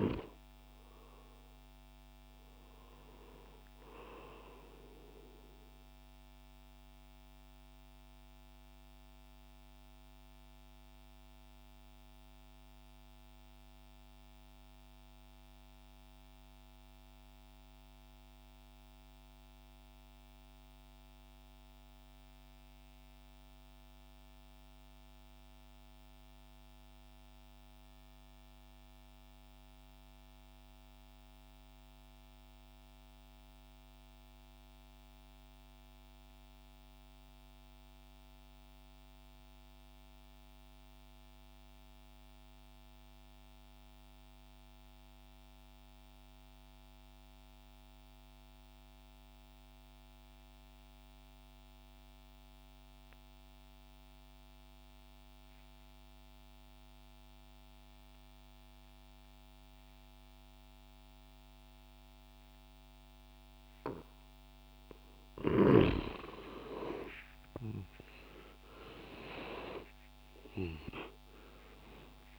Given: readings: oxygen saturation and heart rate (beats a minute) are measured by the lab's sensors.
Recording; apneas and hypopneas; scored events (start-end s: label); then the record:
breathing in sleep by a microphone on the trachea; 1
0.00-16.00 s: oxygen desaturation (device-marked, oxygen 83% lowest, heart rate 59 extreme)
1.00-72.39 s: new sleep stage, N2 (light sleep)
5.00-65.00 s: mixed apnea (oxygen 93% before, 79% lowest, heart rate 65 before, 60 extreme, up 55 after)
38.00-72.39 s: oxygen desaturation (device-marked, oxygen 98% before, 79% lowest, heart rate 66 before, 60 extreme)
67.50-72.39 s: arousal
From the record:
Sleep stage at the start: N3 (deep sleep); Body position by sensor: on the back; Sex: male